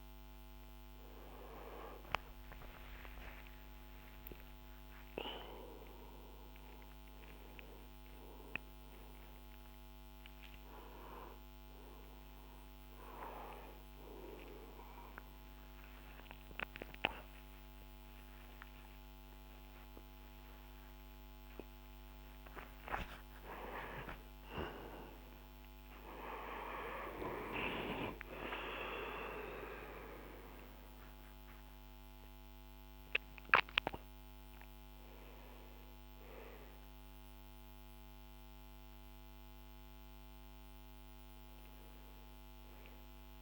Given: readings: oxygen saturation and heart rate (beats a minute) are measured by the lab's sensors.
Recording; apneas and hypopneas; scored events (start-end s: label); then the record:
a person awake in a sleep study, by a microphone on the trachea; none
none scored
From the record:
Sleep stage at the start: awake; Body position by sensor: on the back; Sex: male